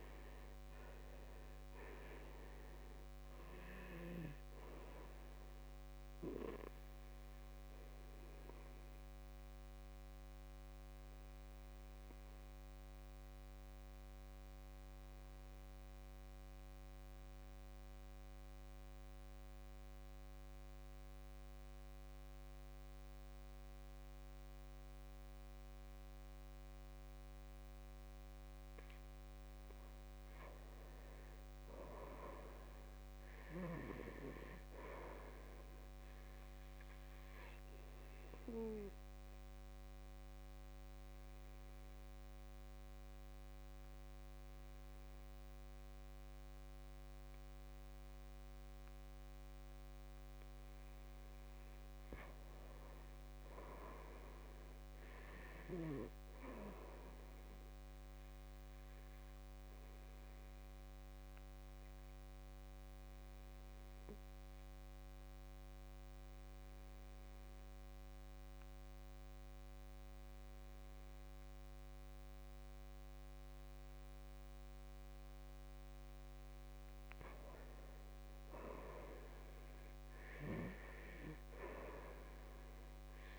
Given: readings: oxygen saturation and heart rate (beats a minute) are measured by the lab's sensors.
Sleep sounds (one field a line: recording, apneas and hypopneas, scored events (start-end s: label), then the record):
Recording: breathing in sleep by a microphone on the trachea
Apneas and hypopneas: 3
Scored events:
0.00-23.50 s: oxygen desaturation (device-marked, oxygen 81% lowest, heart rate 52 extreme)
8.00-28.50 s: obstructive apnea (oxygen 96% before, 81% lowest, heart rate 64 before, 52 extreme, up 12 after)
30.50-33.00 s: arousal
36.00-50.50 s: obstructive apnea (oxygen 99% before, 86% lowest, heart rate 55 before, 54 extreme, up 6 after)
37.50-55.50 s: oxygen desaturation (device-marked, oxygen 98% before, 87% lowest, heart rate 56 before, 54 extreme)
53.00-56.00 s: arousal
58.50-75.50 s: obstructive apnea (oxygen 98% before, 86% lowest, heart rate 60 before, 54 extreme, up 12 after)
66.50-76.50 s: oxygen desaturation (device-marked, oxygen 96% before, 90% lowest, heart rate 60 before, 54 extreme)
77.50-81.00 s: arousal
From the record:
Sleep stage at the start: N2 (light sleep)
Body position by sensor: on the back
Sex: male